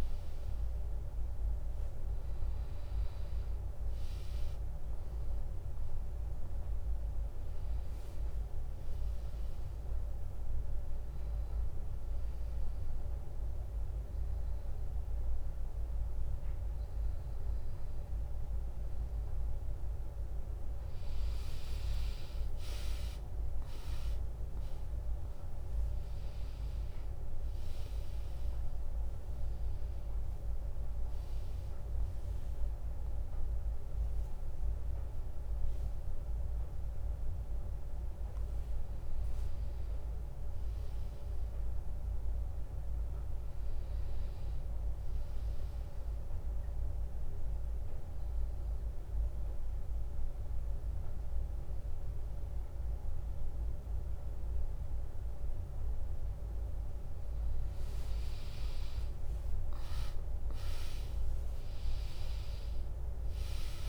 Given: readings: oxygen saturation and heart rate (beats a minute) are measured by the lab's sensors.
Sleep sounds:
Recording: breathing in sleep, hard to hear, by a room microphone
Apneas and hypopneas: 1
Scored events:
0.00-2.50 s: drop in pulse transit time (device-marked, heart rate 74 extreme)
37.50-41.00 s: arousal
48.00-58.00 s: obstructive apnea (oxygen 99% before, 96% lowest, heart rate 83 before, 62 extreme)
61.00-63.89 s: arousal
From the record:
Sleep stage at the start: N2 (light sleep)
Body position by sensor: on the back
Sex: female

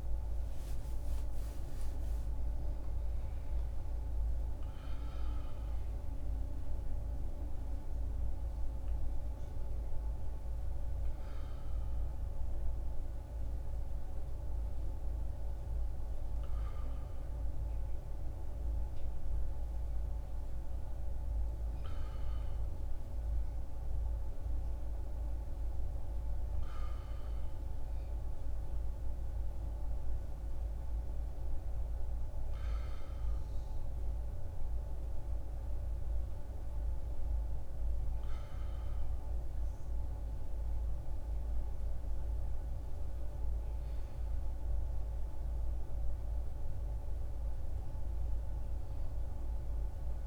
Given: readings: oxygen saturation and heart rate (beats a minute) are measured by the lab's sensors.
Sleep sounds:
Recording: breathing in sleep, hard to hear, by a room microphone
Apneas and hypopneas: none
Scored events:
0.00-24.50 s: oxygen desaturation (device-marked, oxygen 81% lowest, heart rate 63 extreme)
From the record:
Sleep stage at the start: N2 (light sleep)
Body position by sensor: on the back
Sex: male

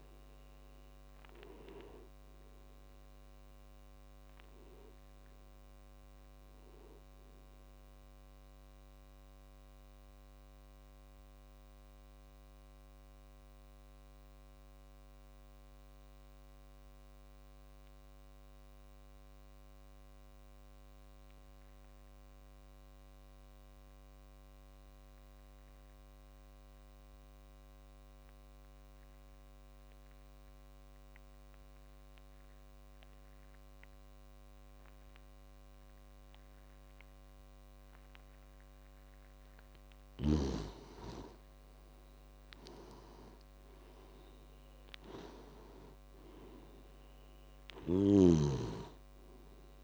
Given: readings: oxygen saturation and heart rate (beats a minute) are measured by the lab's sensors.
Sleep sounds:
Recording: breathing in sleep by a microphone on the trachea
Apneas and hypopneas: 1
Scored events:
0.00-21.50 s: oxygen desaturation (device-marked, oxygen 87% lowest)
9.50-38.00 s: mixed apnea (oxygen 97% before, 87% lowest)
32.50-49.84 s: oxygen desaturation (device-marked, oxygen 98% before, 87% lowest)
41.00-44.50 s: arousal
From the record:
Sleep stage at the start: N2 (light sleep)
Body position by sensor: on the back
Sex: male

